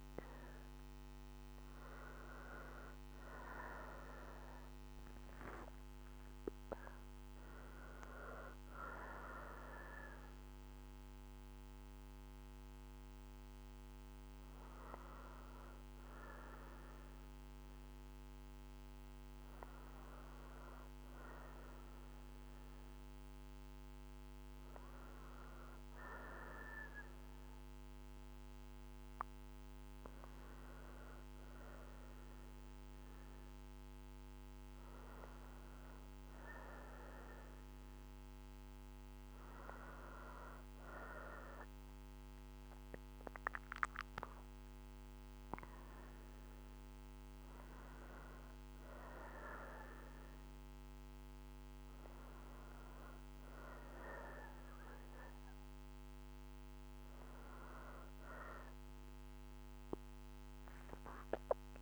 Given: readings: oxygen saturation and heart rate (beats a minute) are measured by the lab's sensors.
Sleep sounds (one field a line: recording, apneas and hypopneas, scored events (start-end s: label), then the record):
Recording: breathing in sleep by a microphone on the trachea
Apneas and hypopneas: none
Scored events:
none scored
From the record:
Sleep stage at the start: N2 (light sleep)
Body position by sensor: on the right side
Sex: female